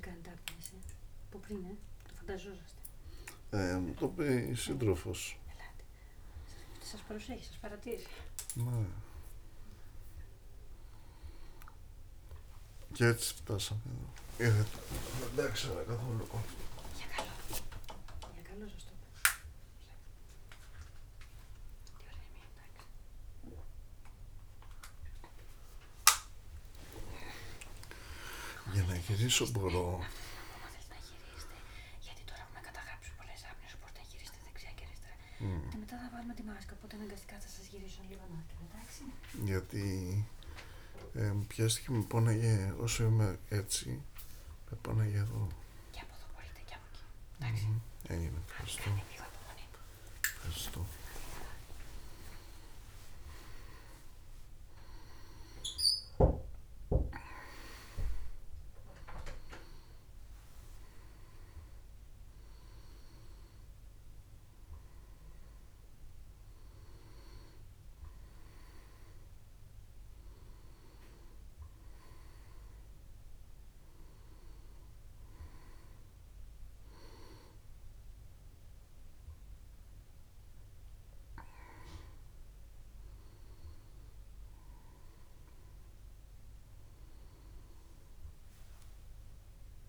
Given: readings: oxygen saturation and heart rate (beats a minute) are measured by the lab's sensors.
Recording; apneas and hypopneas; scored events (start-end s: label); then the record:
a person awake in a sleep study, by a room microphone; none
0.00-1.00 s: long interval between heartbeats (device-marked, heart rate 135 extreme)
0.00-1.50 s: tachycardia (device-marked, heart rate 141 extreme)
12.50-20.50 s: tachycardia (device-marked, heart rate 73 before, 146 extreme)
14.50-16.50 s: long interval between heartbeats (device-marked, heart rate 100 before, 90 extreme)
49.50-53.50 s: tachycardia (device-marked, heart rate 75 before, 108 extreme)
50.00-52.00 s: long interval between heartbeats (device-marked, heart rate 83 before, 90 extreme)
53.00-55.00 s: long interval between heartbeats (device-marked, heart rate 84 before, 108 extreme)
From the record:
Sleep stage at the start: awake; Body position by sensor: on the back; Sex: male